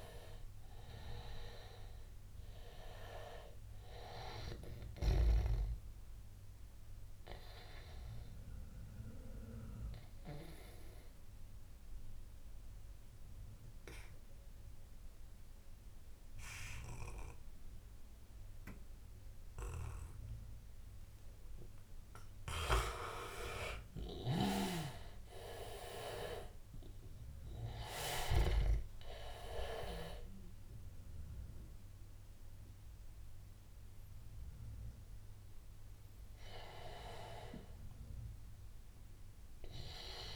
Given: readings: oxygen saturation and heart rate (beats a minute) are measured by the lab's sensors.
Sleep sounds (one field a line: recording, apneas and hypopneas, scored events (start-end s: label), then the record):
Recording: breathing in sleep by a room microphone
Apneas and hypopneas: 1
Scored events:
6.50-22.00 s: obstructive apnea (oxygen 99% before, 87% lowest, heart rate 94 before, 82 extreme, up 7 after)
19.00-40.36 s: oxygen desaturation (device-marked, oxygen 99% before, 87% lowest, heart rate 91 before, 83 extreme)
23.50-27.00 s: arousal
From the record:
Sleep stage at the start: N2 (light sleep)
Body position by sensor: on the back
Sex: male